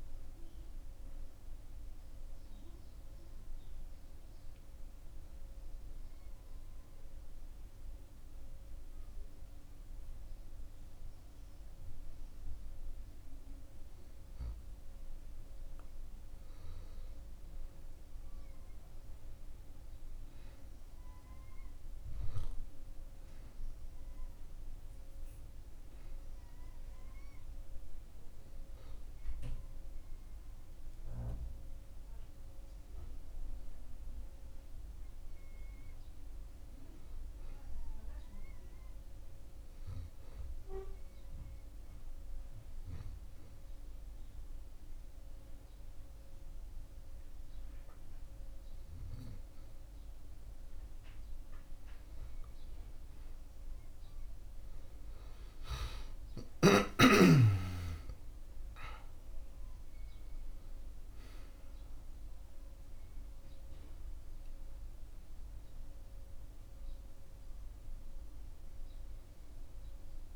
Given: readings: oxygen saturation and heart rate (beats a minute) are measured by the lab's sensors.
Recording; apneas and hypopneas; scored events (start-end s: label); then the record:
breathing in sleep, hard to hear, by a room microphone; 2
0.00-14.00 s: oxygen desaturation (device-marked, oxygen 91% lowest)
5.00-16.00 s: obstructive apnea (oxygen 96% before, 91% lowest)
18.00-22.00 s: arousal
27.00-43.00 s: oxygen desaturation (device-marked, oxygen 97% before, 93% lowest)
40.50-51.50 s: obstructive apnea (oxygen 97% before, 91% lowest)
55.50-59.50 s: arousal
66.00-70.36 s: oxygen desaturation (device-marked, oxygen 95% before, 91% lowest)
From the record:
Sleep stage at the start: N2 (light sleep); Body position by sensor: on the back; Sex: male